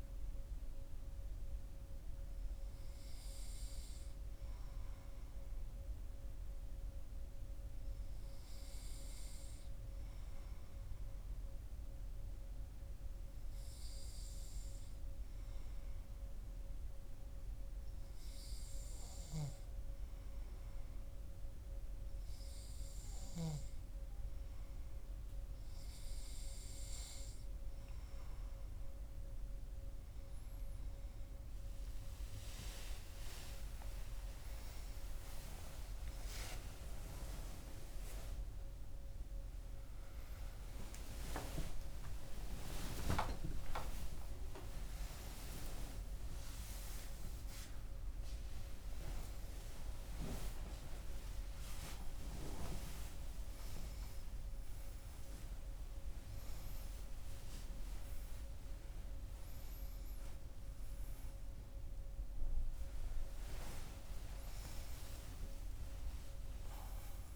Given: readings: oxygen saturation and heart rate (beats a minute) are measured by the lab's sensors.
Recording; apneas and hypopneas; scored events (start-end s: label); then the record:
a person partly awake in a sleep study, by a room microphone; none
40.00-67.36 s: new sleep stage, awake
From the record:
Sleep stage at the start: N2 (light sleep); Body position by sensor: on the back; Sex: male